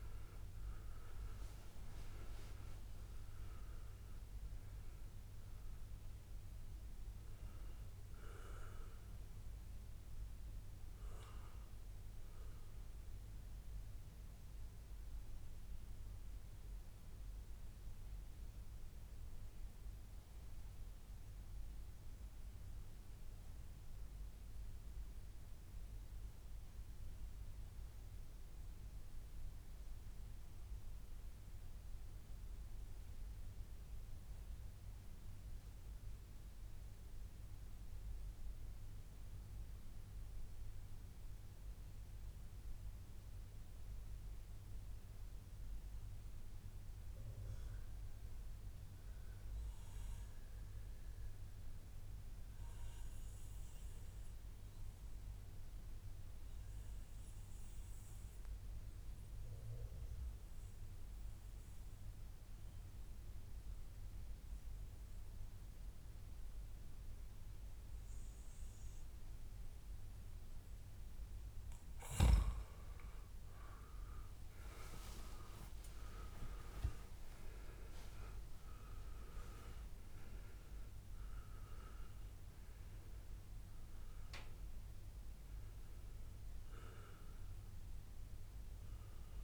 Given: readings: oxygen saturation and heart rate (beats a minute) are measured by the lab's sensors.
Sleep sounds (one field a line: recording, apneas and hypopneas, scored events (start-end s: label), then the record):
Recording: breathing in sleep by a room microphone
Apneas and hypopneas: 1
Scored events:
0.00-7.00 s: oxygen desaturation (device-marked, oxygen 89% lowest, heart rate 94 extreme)
14.00-72.00 s: mixed apnea (oxygen 95% before, 88% lowest, heart rate 137 before, 86 extreme, up 35 after)
56.00-89.44 s: oxygen desaturation (device-marked, oxygen 98% before, 88% lowest, heart rate 143 before, 82 extreme)
66.50-68.50 s: long interval between heartbeats (device-marked, heart rate 142 before, 131 extreme)
69.00-71.00 s: long interval between heartbeats (device-marked, heart rate 140 before, 113 extreme)
72.50-77.50 s: arousal
From the record:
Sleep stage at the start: REM sleep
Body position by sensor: on the back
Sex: male